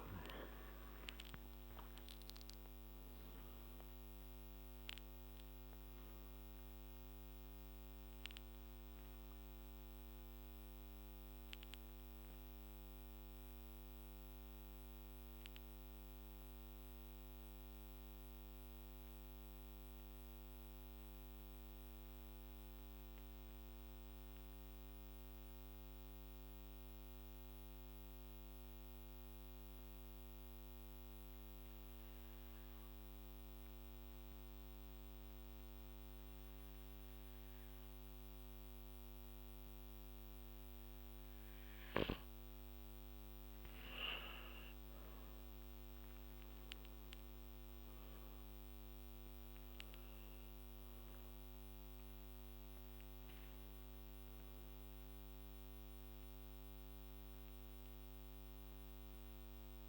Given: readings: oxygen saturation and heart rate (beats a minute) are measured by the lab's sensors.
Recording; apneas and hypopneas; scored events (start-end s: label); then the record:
breathing in sleep, hard to hear, by a microphone on the trachea; 1
0.00-4.00 s: arousal
16.00-42.00 s: mixed apnea (oxygen 99% before, 96% lowest, heart rate 58 before, 54 extreme, up 5 after)
45.00-50.50 s: arousal
From the record:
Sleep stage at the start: N2 (light sleep); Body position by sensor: on the back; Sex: male